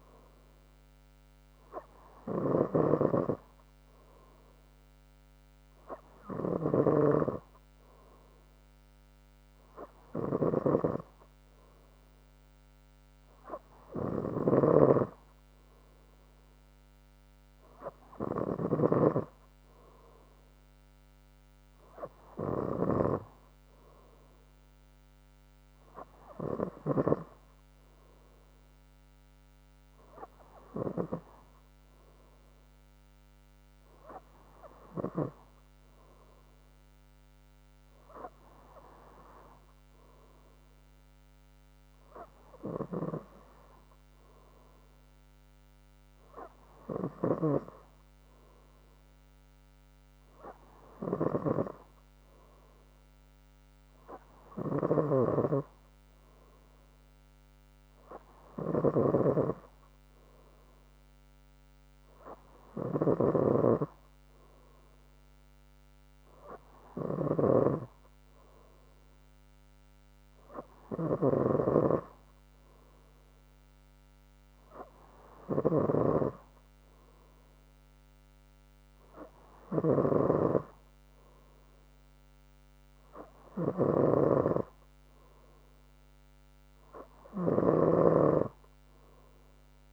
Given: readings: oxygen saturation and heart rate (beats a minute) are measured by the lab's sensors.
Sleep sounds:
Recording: breathing in sleep by a microphone on the trachea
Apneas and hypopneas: none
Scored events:
none scored
From the record:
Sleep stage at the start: N3 (deep sleep)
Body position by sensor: on the front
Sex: female

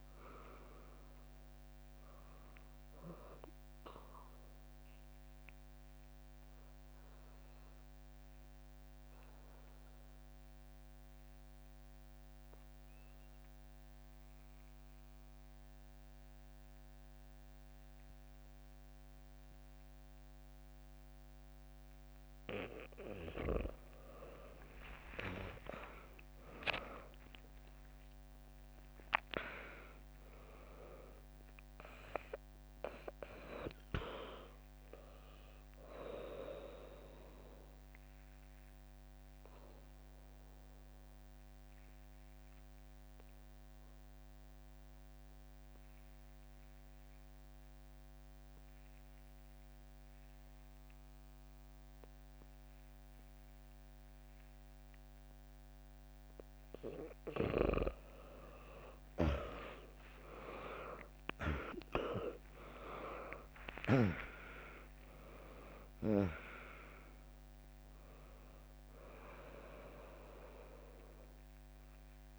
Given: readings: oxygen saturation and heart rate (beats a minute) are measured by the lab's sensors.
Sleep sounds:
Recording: breathing in sleep by a microphone on the trachea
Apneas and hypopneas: 2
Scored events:
0.00-5.50 s: drop in pulse transit time (device-marked, heart rate 65 extreme)
0.00-16.50 s: oxygen desaturation (device-marked, oxygen 95% lowest, heart rate 59 extreme)
4.00-22.50 s: obstructive apnea (oxygen 100% before, 95% lowest, heart rate 69 before, 59 extreme, up 0 after)
22.50-24.50 s: bradycardia (device-marked, heart rate 70 before, 62 extreme)
24.00-29.50 s: arousal
27.50-37.50 s: drop in pulse transit time (device-marked, heart rate 73 before, 61 extreme)
30.50-51.50 s: oxygen desaturation (device-marked, oxygen 100% before, 96% lowest, heart rate 71 before, 59 extreme)
39.00-56.50 s: obstructive apnea (oxygen 100% before, 95% lowest, heart rate 68 before, 59 extreme, up 3 after)
59.50-64.50 s: arousal
62.50-72.39 s: drop in pulse transit time (device-marked, heart rate 69 before, 64 extreme)
66.50-72.39 s: oxygen desaturation (device-marked, oxygen 99% before, 95% lowest, heart rate 69 before, 62 extreme)
From the record:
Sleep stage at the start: N2 (light sleep)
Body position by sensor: on the back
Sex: female

